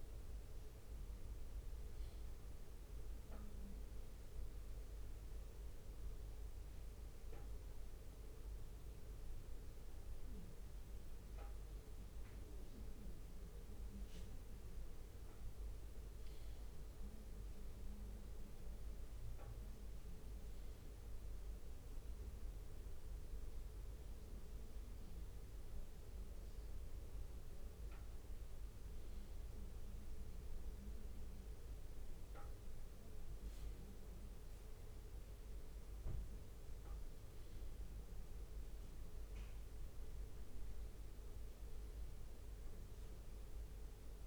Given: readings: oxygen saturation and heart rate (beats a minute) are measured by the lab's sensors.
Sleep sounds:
a person awake in a sleep study, hard to hear, by a room microphone; none
none scored
From the record:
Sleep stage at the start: awake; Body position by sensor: on the back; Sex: male

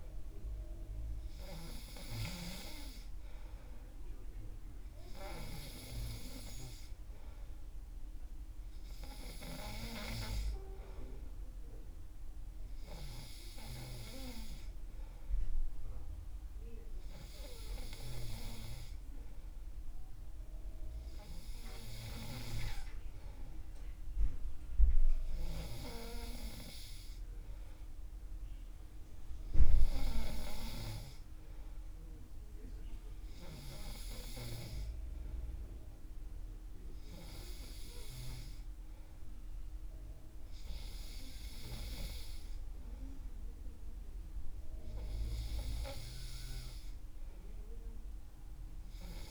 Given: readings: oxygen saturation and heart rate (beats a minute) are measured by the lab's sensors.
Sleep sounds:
breathing in sleep by a room microphone; none
none scored
From the record:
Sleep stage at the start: N3 (deep sleep); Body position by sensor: on the back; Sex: male

